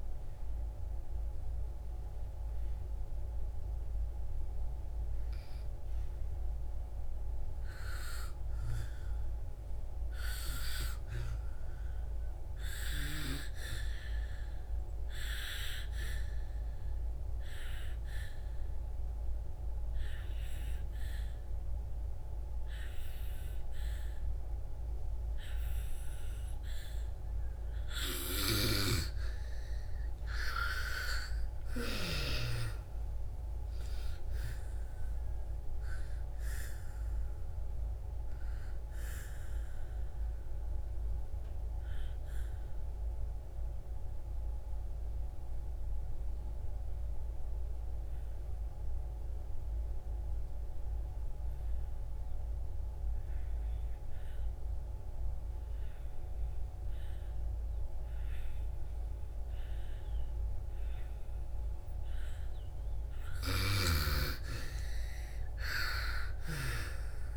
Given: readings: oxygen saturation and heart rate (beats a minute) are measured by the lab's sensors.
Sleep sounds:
breathing in sleep by a room microphone; 2
0.00-6.00 s: oxygen desaturation (device-marked, oxygen 83% lowest)
9.00-27.00 s: obstructive apnea (oxygen 98% before, 84% lowest)
29.00-54.00 s: oxygen desaturation (device-marked, oxygen 95% before, 86% lowest)
29.50-33.50 s: arousal
39.50-61.50 s: mixed apnea (oxygen 98% before, 82% lowest)
64.00-67.37 s: oxygen desaturation (device-marked, oxygen 98% before, 84% lowest)
65.00-67.37 s: arousal
From the record:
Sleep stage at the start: N2 (light sleep); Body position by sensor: on the back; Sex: female

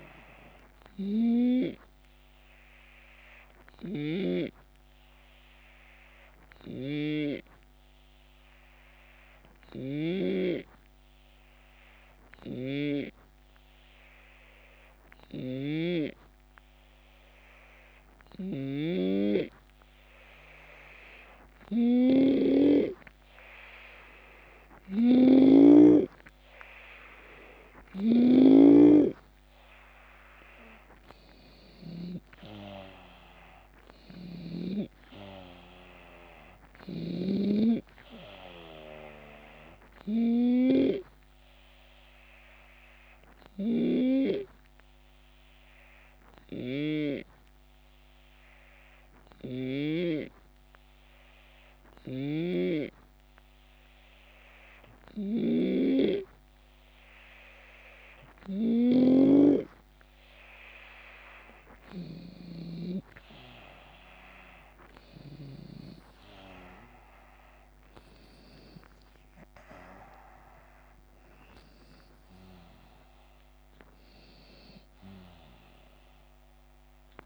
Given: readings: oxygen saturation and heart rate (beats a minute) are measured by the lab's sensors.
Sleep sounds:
breathing in sleep by a microphone on the trachea; 2
0.00-13.50 s: oxygen desaturation (device-marked, oxygen 90% lowest, heart rate 66 extreme)
1.50-19.50 s: obstructive apnea (oxygen 95% before, 90% lowest, heart rate 78 before, 66 extreme, up 8 after)
3.50-10.00 s: snoring (device-marked)
12.00-49.50 s: snoring (device-marked)
24.00-28.00 s: arousal
25.50-38.50 s: oxygen desaturation (device-marked, oxygen 95% before, 92% lowest, heart rate 69 before, 68 extreme)
39.50-58.00 s: obstructive apnea (oxygen 95% before, 91% lowest, heart rate 75 before, 68 extreme, up 9 after)
51.50-62.50 s: snoring (device-marked)
66.00-70.00 s: arousal
From the record:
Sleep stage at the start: REM sleep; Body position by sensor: on the left side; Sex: male

